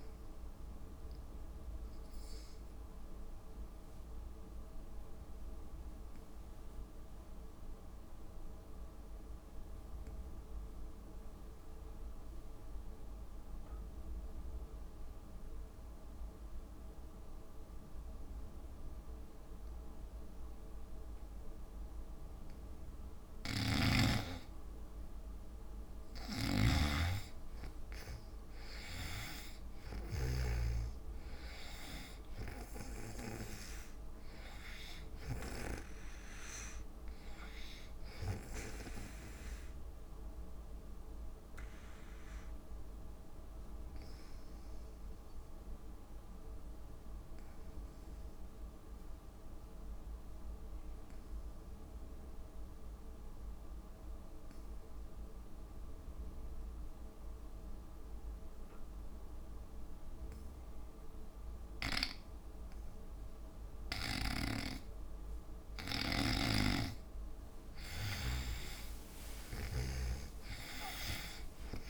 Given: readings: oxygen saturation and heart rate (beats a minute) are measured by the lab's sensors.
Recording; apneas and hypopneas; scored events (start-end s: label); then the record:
breathing in sleep by a room microphone; 2
0.00-1.50 s: drop in pulse transit time (device-marked, heart rate 57 extreme)
0.00-9.50 s: oxygen desaturation (device-marked, oxygen 83% lowest, heart rate 57 extreme)
3.00-22.50 s: obstructive apnea (oxygen 97% before, 80% lowest, heart rate 66 before, 56 extreme, up 8 after)
23.50-30.50 s: snoring (device-marked)
23.50-49.50 s: oxygen desaturation (device-marked, oxygen 98% before, 84% lowest, heart rate 59 before, 56 extreme)
25.50-30.50 s: arousal
43.00-63.50 s: obstructive apnea (oxygen 98% before, 78% lowest, heart rate 65 before, 58 extreme, up 10 after)
62.50-71.90 s: oxygen desaturation (device-marked, oxygen 97% before, 80% lowest, heart rate 58 before, 58 extreme)
66.00-70.00 s: arousal
66.50-70.00 s: snoring (device-marked)
From the record:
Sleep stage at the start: N2 (light sleep); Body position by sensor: on the back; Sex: female